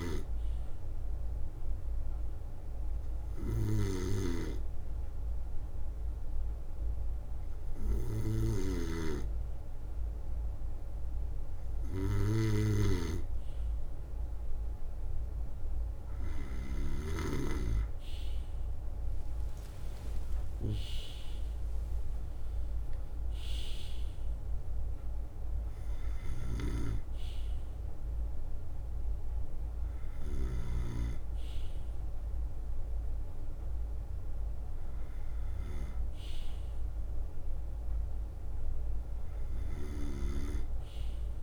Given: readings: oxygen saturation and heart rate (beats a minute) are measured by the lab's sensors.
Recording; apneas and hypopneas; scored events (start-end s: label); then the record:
breathing in sleep by a room microphone; none
0.00-17.00 s: snoring (device-marked)
4.00-7.50 s: leg movement (device-marked)
8.50-12.00 s: leg movement (device-marked)
14.00-16.50 s: leg movement (device-marked)
17.50-22.50 s: leg movement (device-marked)
19.00-22.50 s: arousal
20.00-22.00 s: long interval between heartbeats (device-marked, heart rate 63 before, 75 extreme)
26.00-30.50 s: snoring (device-marked)
27.00-31.00 s: leg movement (device-marked)
35.00-38.50 s: leg movement (device-marked)
40.00-41.43 s: drop in pulse transit time (device-marked, heart rate 69 before, 63 extreme)
From the record:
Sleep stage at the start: N2 (light sleep); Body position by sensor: on the right side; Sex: male